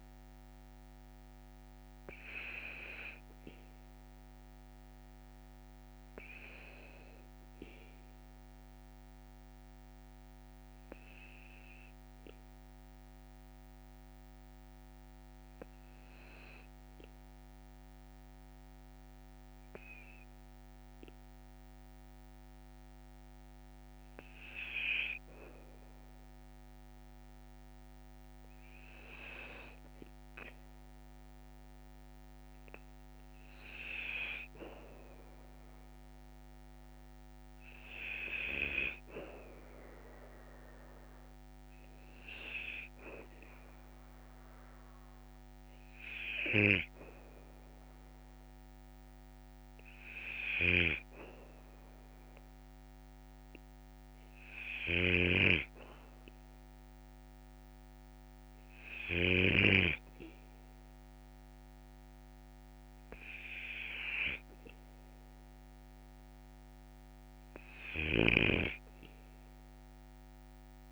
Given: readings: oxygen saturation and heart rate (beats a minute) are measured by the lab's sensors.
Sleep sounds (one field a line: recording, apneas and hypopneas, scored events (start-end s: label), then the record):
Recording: breathing in sleep by a microphone on the trachea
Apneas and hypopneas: 1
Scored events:
7.00-24.00 s: obstructive apnea (oxygen 98% before, 95% lowest, heart rate 53 before, 53 extreme, up 1 after)
26.50-29.50 s: arousal
From the record:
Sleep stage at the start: N2 (light sleep)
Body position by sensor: on the back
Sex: male